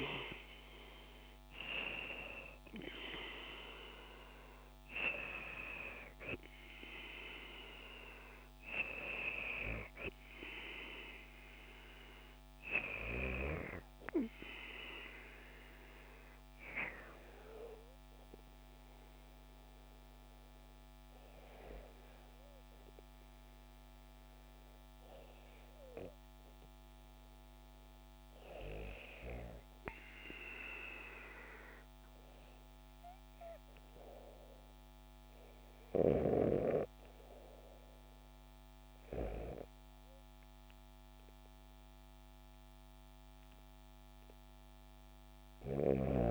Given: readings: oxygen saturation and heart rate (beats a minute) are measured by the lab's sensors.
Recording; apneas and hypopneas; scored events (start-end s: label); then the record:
breathing in sleep by a microphone on the trachea; 1
14.50-27.50 s: hypopnea (oxygen 96% before, 94% lowest, heart rate 80 before, 69 extreme, up 1 after)
29.00-32.00 s: arousal
45.00-46.31 s: snoring (device-marked)
From the record:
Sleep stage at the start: REM sleep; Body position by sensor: on the back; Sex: female